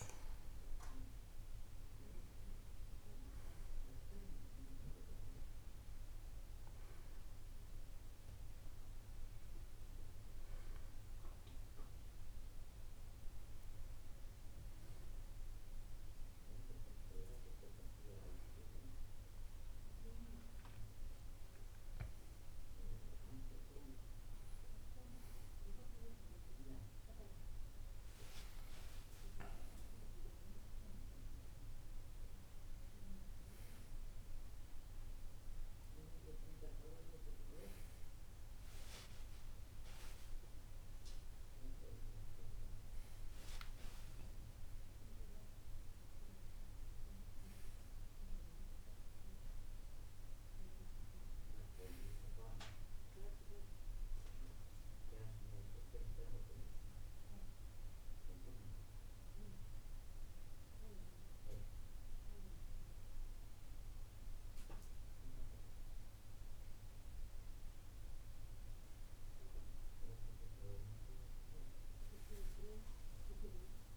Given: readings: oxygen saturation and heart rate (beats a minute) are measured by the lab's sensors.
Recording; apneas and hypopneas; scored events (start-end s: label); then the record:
a person partly awake in a sleep study, by a room microphone; 1
11.50-41.50 s: new sleep stage, awake
41.50-73.97 s: new sleep stage, N1 (lightest sleep)
57.00-67.00 s: mixed apnea (oxygen 96% before, 92% lowest, heart rate 62 before, 57 extreme, up 6 after)
69.00-73.50 s: arousal
From the record:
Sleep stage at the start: N2 (light sleep); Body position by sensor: on the back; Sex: male